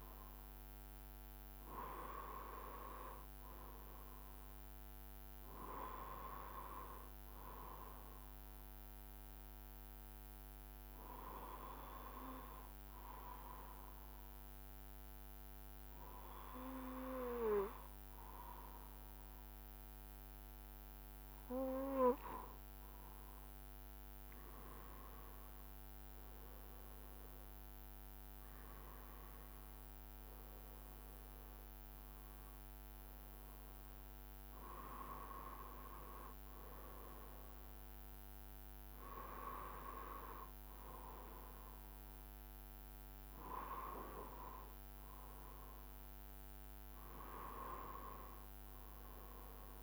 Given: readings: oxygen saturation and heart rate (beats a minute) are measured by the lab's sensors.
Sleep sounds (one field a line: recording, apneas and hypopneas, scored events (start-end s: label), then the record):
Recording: breathing in sleep by a microphone on the trachea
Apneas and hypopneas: 1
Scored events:
10.00-21.00 s: obstructive apnea (oxygen 95% before, 94% lowest, heart rate 73 before, 72 extreme, up 3 after)
24.00-28.00 s: arousal
From the record:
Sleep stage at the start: N2 (light sleep)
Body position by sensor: on the right side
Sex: male